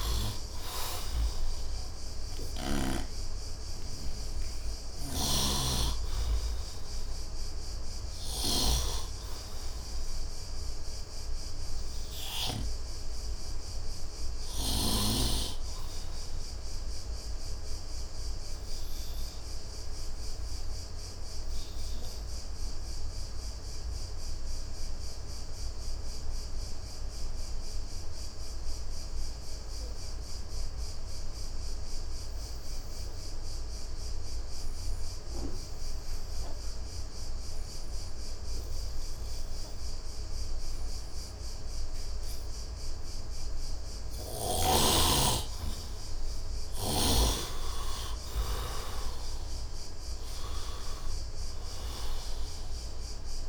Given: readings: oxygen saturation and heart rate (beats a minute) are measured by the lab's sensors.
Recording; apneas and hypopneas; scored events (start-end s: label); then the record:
breathing in sleep by a room microphone; 1
0.00-2.00 s: arousal
0.00-2.50 s: snoring (device-marked)
0.00-21.00 s: oxygen desaturation (device-marked, oxygen 73% lowest, heart rate 71 extreme)
4.50-12.50 s: snoring (device-marked)
18.00-45.50 s: obstructive apnea (oxygen 100% before, 70% lowest, heart rate 88 before, 70 extreme, up 25 after)
35.00-53.49 s: oxygen desaturation (device-marked, oxygen 98% before, 70% lowest, heart rate 75 before, 70 extreme)
46.50-50.50 s: arousal
From the record:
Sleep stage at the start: N2 (light sleep); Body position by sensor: on the right side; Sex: male